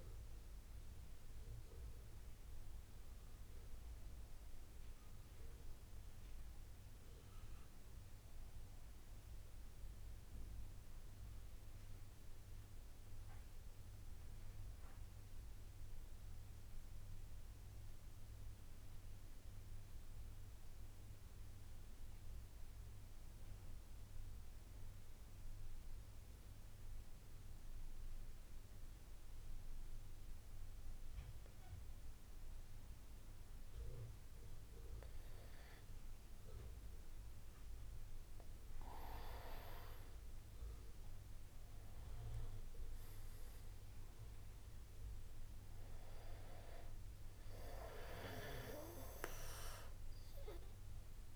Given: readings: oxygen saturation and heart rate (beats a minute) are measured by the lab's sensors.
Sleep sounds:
breathing in sleep by a room microphone; 1
0.00-11.00 s: oxygen desaturation (device-marked, oxygen 87% lowest)
12.00-36.00 s: obstructive apnea (oxygen 96% before, 88% lowest)
32.00-51.36 s: oxygen desaturation (device-marked, oxygen 96% before, 88% lowest)
40.00-44.00 s: arousal
From the record:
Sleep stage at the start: N2 (light sleep); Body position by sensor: on the back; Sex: male

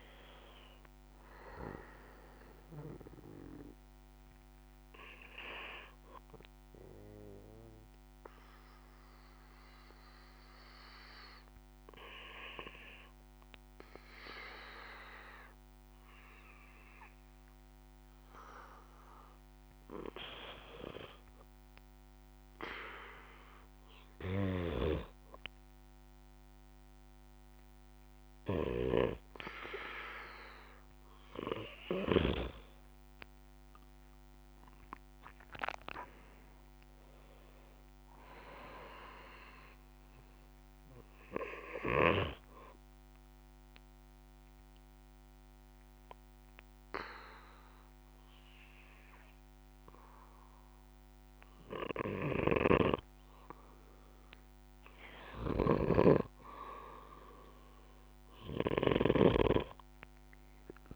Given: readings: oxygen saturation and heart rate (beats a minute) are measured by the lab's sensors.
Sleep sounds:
breathing in sleep by a microphone on the trachea; 2
0.00-13.50 s: oxygen desaturation (device-marked, oxygen 79% lowest, heart rate 61 extreme)
5.00-20.00 s: hypopnea (oxygen 93% before, 81% lowest, heart rate 79 before, 63 extreme, up 3 after)
22.50-26.50 s: arousal
24.50-60.96 s: new sleep stage, N2 (light sleep)
42.50-55.00 s: obstructive apnea (oxygen 99% before, 90% lowest, heart rate 68 before, 62 extreme, up 9 after)
52.50-59.50 s: snoring (device-marked)
From the record:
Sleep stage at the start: REM sleep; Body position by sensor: on the back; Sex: male

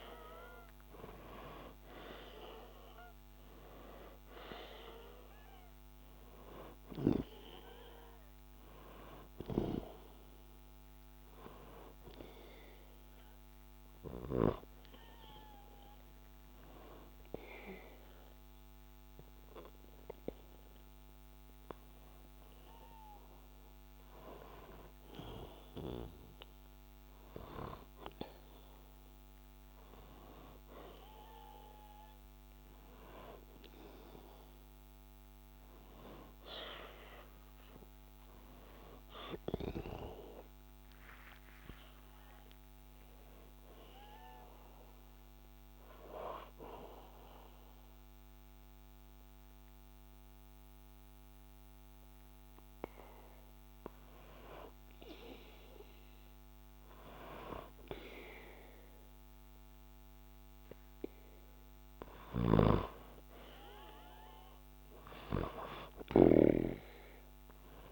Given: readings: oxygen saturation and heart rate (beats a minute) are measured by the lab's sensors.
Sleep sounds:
breathing in sleep by a microphone on the trachea; 2
0.00-1.00 s: arousal
13.00-28.00 s: hypopnea (oxygen 98% before, 93% lowest, heart rate 61 before, 61 extreme, up 3 after)
31.00-36.50 s: arousal
45.00-61.00 s: hypopnea (oxygen 98% before, 92% lowest, heart rate 65 before, 56 extreme, up 1 after)
63.00-67.92 s: arousal
65.50-67.92 s: oxygen desaturation (device-marked, oxygen 96% before, 93% lowest, heart rate 60 before, 55 extreme)
From the record:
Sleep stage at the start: N2 (light sleep); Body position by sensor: on the back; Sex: male

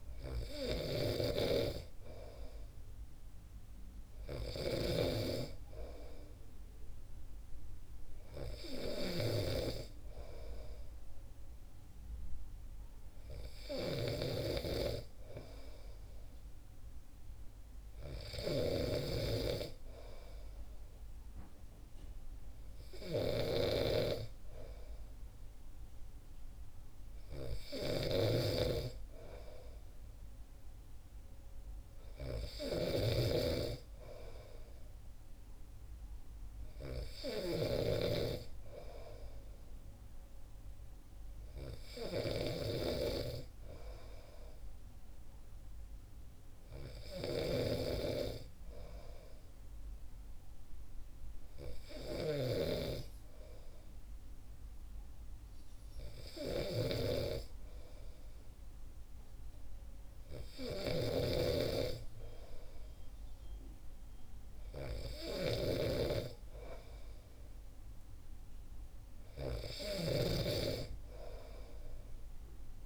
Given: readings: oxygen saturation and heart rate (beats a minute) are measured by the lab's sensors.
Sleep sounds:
breathing in sleep by a room microphone; none
0.00-72.86 s: snoring (device-marked)
From the record:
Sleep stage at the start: N2 (light sleep); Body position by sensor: on the back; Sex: male

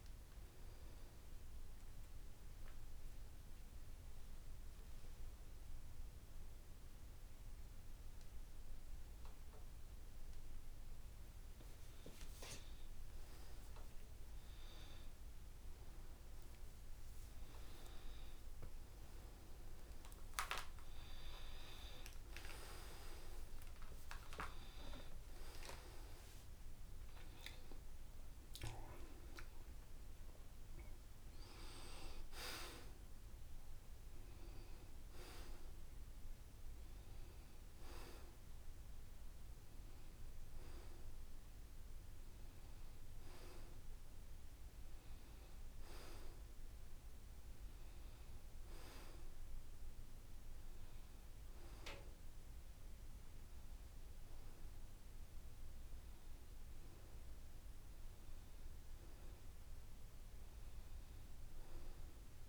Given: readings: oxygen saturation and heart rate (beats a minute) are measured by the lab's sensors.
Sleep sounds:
breathing in sleep by a room microphone; 1
0.00-2.00 s: oxygen desaturation (device-marked, oxygen 89% lowest, heart rate 75 extreme)
2.50-12.50 s: central apnea (oxygen 93% before, 90% lowest, heart rate 77 before, 75 extreme, up 15 after)
14.00-17.50 s: arousal
17.50-19.50 s: long interval between heartbeats (device-marked, heart rate 76 before, 89 extreme)
19.00-34.00 s: oxygen desaturation (device-marked, oxygen 93% before, 90% lowest, heart rate 77 before, 75 extreme)
59.50-62.49 s: arousal
From the record:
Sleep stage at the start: N2 (light sleep); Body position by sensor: on the back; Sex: male

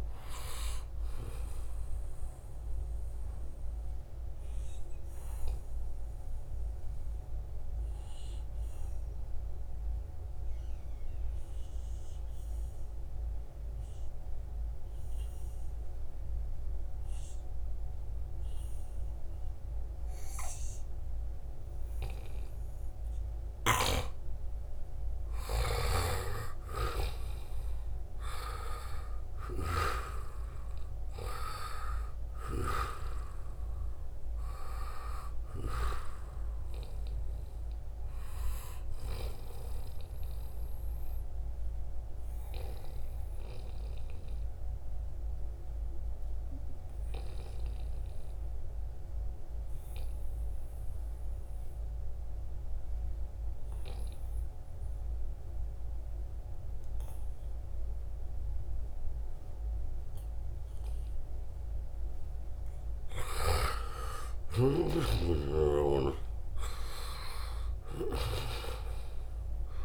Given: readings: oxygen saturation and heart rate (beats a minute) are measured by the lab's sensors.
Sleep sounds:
breathing in sleep by a room microphone; 2
0.00-12.00 s: oxygen desaturation (device-marked, oxygen 87% lowest, heart rate 71 extreme)
3.50-23.00 s: obstructive apnea (oxygen 97% before, 87% lowest, heart rate 76 before, 71 extreme, up 3 after)
24.50-29.50 s: arousal
25.50-30.00 s: snoring (device-marked)
30.00-53.00 s: oxygen desaturation (device-marked, oxygen 96% before, 91% lowest, heart rate 73 before, 71 extreme)
41.00-63.00 s: obstructive apnea (oxygen 97% before, 90% lowest, heart rate 76 before, 71 extreme, up 4 after)
64.00-67.50 s: arousal
66.00-69.85 s: oxygen desaturation (device-marked, oxygen 96% before, 90% lowest, heart rate 73 before, 74 extreme)
From the record:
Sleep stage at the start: N2 (light sleep); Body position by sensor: on the right side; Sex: male

